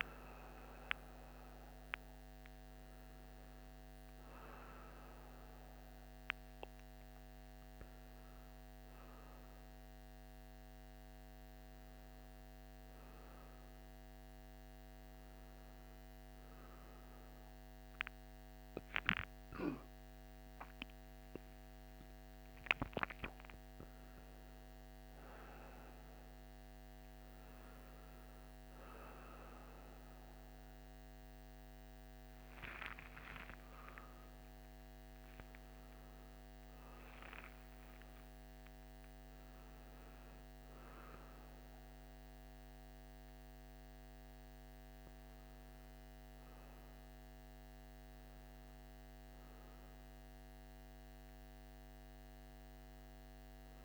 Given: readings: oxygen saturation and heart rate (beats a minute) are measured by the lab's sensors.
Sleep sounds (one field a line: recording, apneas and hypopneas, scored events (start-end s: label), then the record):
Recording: a person awake in a sleep study, by a microphone on the trachea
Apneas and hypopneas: none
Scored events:
none scored
From the record:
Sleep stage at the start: awake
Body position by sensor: on the right side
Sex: male